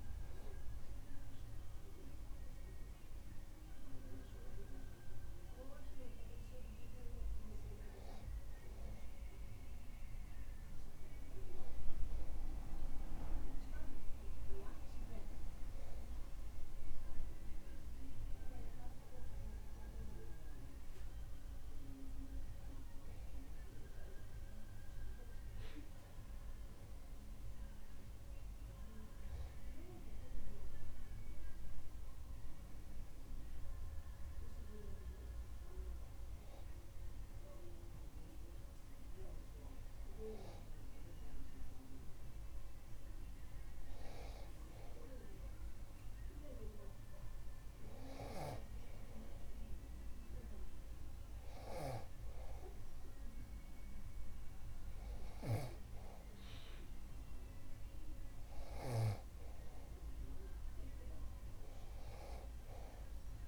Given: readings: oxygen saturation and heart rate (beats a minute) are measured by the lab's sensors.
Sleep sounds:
breathing in sleep by a room microphone; none
none scored
From the record:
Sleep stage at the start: N2 (light sleep); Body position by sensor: on the back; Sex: male

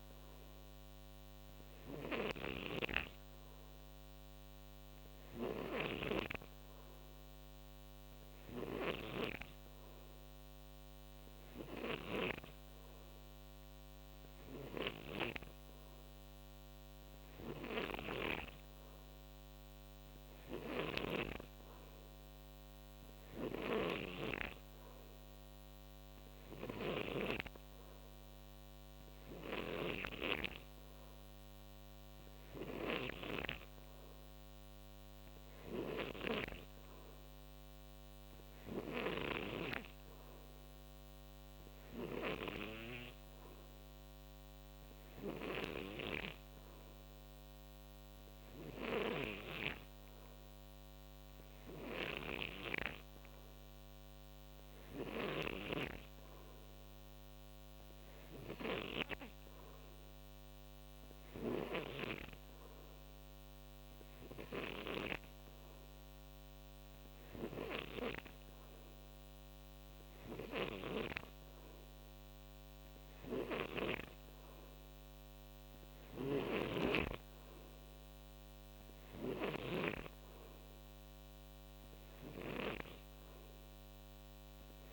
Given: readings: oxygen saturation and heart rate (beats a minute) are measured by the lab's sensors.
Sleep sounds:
breathing in sleep by a microphone on the trachea; none
0.00-21.00 s: snoring (device-marked)
23.00-39.00 s: snoring (device-marked)
45.00-55.00 s: snoring (device-marked)
70.00-73.50 s: snoring (device-marked)
75.50-84.93 s: snoring (device-marked)
From the record:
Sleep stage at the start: N3 (deep sleep); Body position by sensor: on the right side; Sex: male

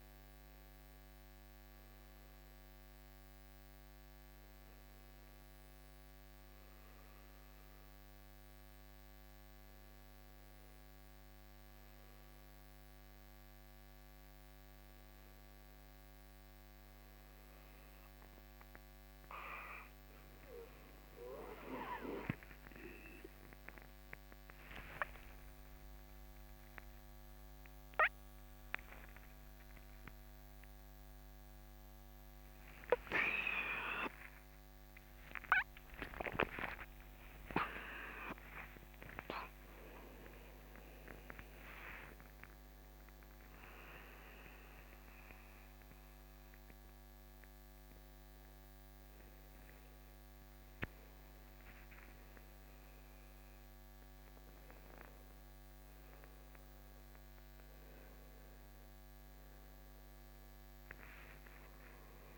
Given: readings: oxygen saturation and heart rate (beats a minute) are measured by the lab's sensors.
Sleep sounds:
a person partly awake in a sleep study, by a microphone on the trachea; none
30.50-46.50 s: oxygen desaturation (device-marked, oxygen 97% before, 94% lowest, heart rate 81 before, 67 extreme)
34.50-62.38 s: new sleep stage, awake
From the record:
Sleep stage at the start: N1 (lightest sleep); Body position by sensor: on the right side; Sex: male

